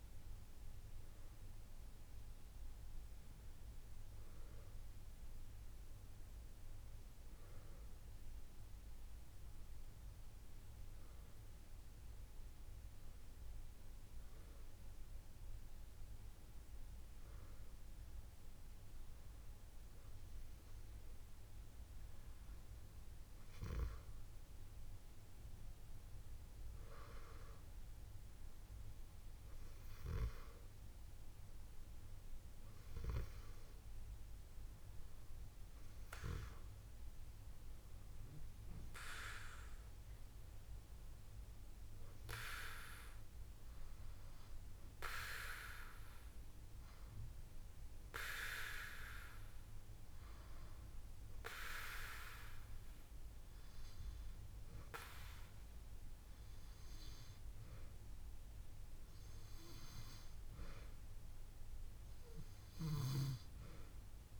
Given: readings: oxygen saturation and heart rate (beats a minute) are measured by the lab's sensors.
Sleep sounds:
breathing in sleep by a room microphone; none
10.50-64.40 s: new sleep stage, N2 (light sleep)
From the record:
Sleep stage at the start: N1 (lightest sleep); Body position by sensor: on the back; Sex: female

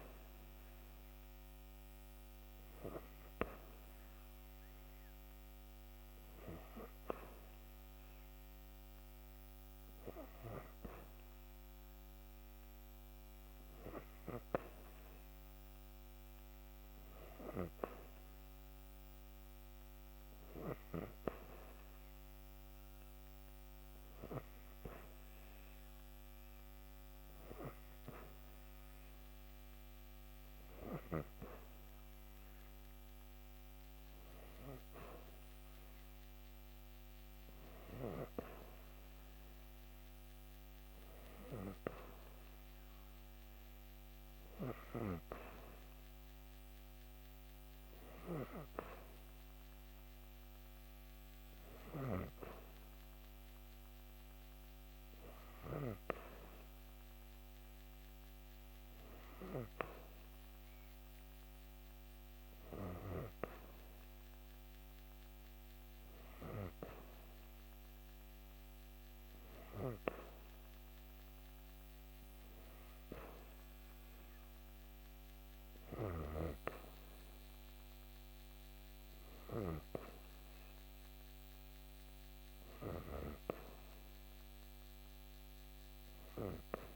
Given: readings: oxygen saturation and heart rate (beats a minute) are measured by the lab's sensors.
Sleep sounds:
breathing in sleep by a microphone on the trachea; none
none scored
From the record:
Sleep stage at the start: N3 (deep sleep); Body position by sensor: on the back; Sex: female

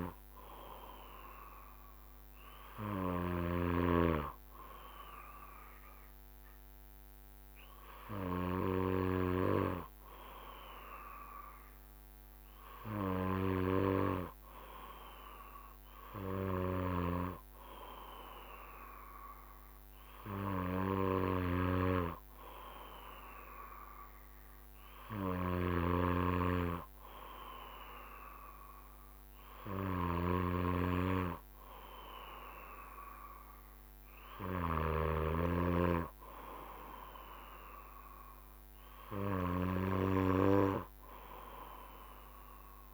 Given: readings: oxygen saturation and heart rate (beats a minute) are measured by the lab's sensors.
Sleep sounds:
breathing in sleep by a microphone on the trachea; none
none scored
From the record:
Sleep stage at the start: N2 (light sleep); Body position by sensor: on the back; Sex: male

